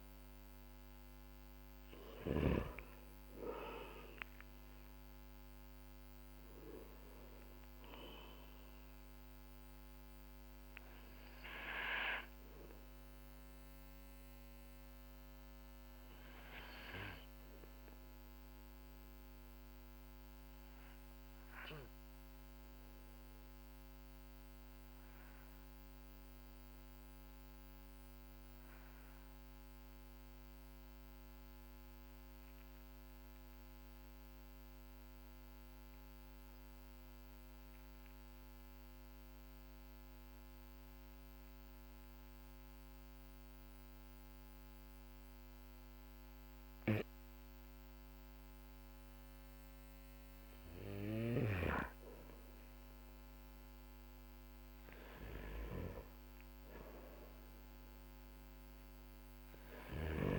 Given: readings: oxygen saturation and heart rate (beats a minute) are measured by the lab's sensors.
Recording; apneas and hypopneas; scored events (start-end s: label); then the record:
breathing in sleep by a microphone on the trachea; 1
0.00-2.00 s: oxygen desaturation (device-marked, oxygen 95% lowest, heart rate 42 extreme)
0.00-2.00 s: snoring (device-marked)
7.50-51.50 s: obstructive apnea (oxygen 100% before, 93% lowest, heart rate 53 before, 42 extreme, up 6 after)
54.00-58.00 s: arousal
From the record:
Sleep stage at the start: N2 (light sleep); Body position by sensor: on the back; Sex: male